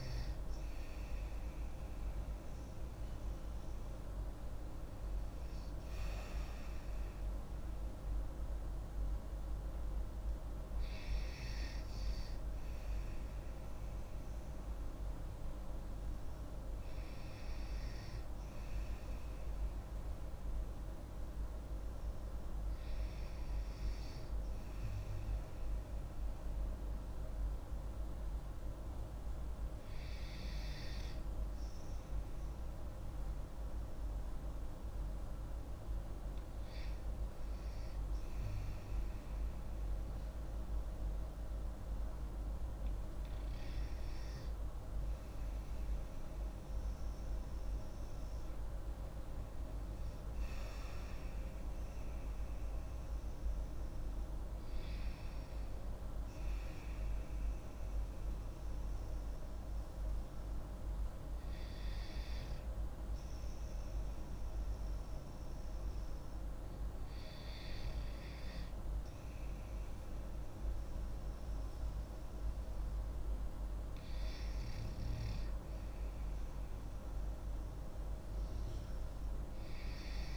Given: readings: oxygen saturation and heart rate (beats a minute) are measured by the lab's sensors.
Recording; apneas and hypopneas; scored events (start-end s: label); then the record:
breathing in sleep, hard to hear, by a room microphone; none
0.00-3.50 s: oxygen desaturation (device-marked, oxygen 85% lowest)
0.50-6.00 s: arousal
13.50-80.37 s: new sleep stage, N2 (light sleep)
74.00-79.00 s: arousal
From the record:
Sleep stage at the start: REM sleep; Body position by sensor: on the back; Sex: female